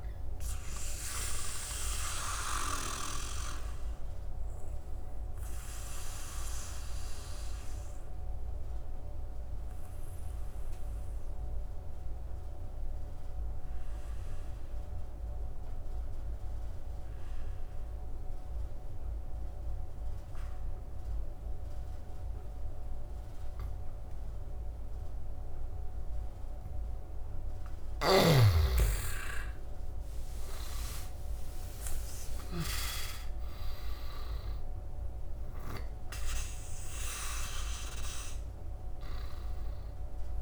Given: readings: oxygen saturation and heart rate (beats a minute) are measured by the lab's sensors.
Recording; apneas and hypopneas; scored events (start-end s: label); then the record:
breathing in sleep by a room microphone; 1
0.00-9.00 s: oxygen desaturation (device-marked, oxygen 87% lowest, heart rate 67 extreme)
2.00-25.50 s: obstructive apnea (oxygen 99% before, 80% lowest, heart rate 74 before, 67 extreme, up 13 after)
11.00-20.00 s: oxygen desaturation (device-marked, oxygen 89% before, 82% lowest, heart rate 79 before, 69 extreme)
25.00-40.42 s: oxygen desaturation (device-marked, oxygen 100% before, 80% lowest, heart rate 72 before, 72 extreme)
27.50-35.50 s: snoring (device-marked)
28.00-32.50 s: arousal
From the record:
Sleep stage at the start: N2 (light sleep); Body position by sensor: on the back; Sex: male